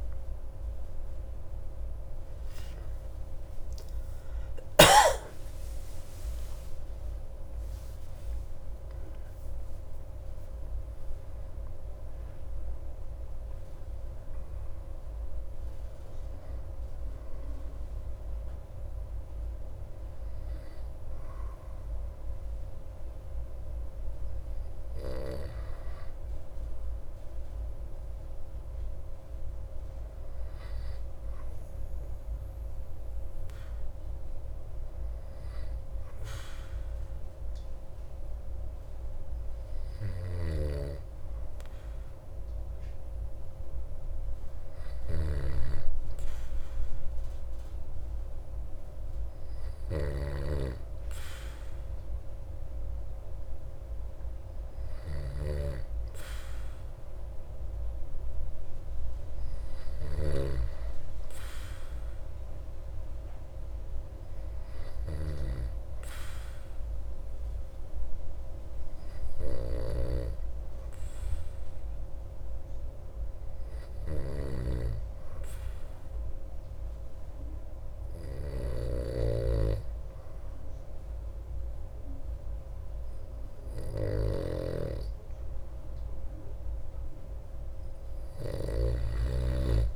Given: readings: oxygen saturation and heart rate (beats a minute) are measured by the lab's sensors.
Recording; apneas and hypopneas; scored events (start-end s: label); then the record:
breathing in sleep by a room microphone; 1
5.00-10.00 s: arousal
40.00-89.96 s: snoring (device-marked)
71.00-84.00 s: hypopnea (oxygen 97% before, 93% lowest)
87.00-89.96 s: arousal
From the record:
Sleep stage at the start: N2 (light sleep); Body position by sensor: on the back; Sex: male